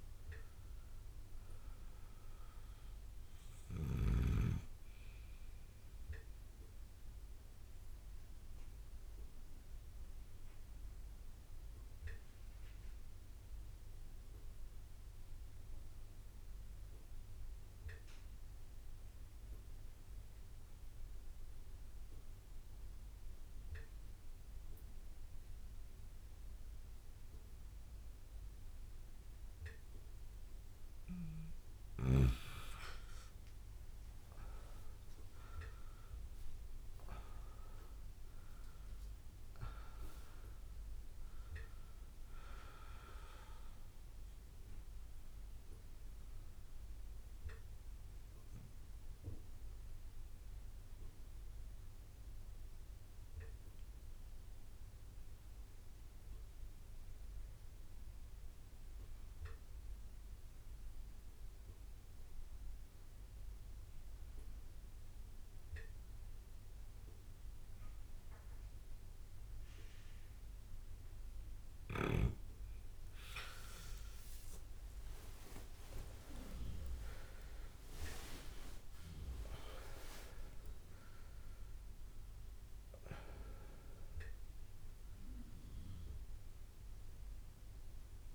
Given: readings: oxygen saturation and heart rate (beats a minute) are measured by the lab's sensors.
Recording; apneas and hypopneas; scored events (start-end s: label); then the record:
breathing in sleep by a room microphone; 2
0.00-15.50 s: oxygen desaturation (device-marked, oxygen 91% lowest)
1.50-22.50 s: bradycardia (device-marked)
10.00-30.00 s: obstructive apnea (oxygen 99% before, 91% lowest)
35.50-39.50 s: arousal
42.50-59.50 s: oxygen desaturation (device-marked, oxygen 96% before, 91% lowest)
46.00-71.50 s: obstructive apnea (oxygen 99% before, 91% lowest)
73.50-77.00 s: arousal
76.50-78.50 s: long interval between heartbeats (device-marked)
78.50-88.35 s: drop in pulse transit time (device-marked)
80.00-82.00 s: long interval between heartbeats (device-marked, heart rate 35 before, 116 extreme)
85.50-88.35 s: oxygen desaturation (device-marked, oxygen 96% before, 91% lowest, heart rate 68 before, 50 extreme)
From the record:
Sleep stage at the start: N2 (light sleep); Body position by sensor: on the back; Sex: male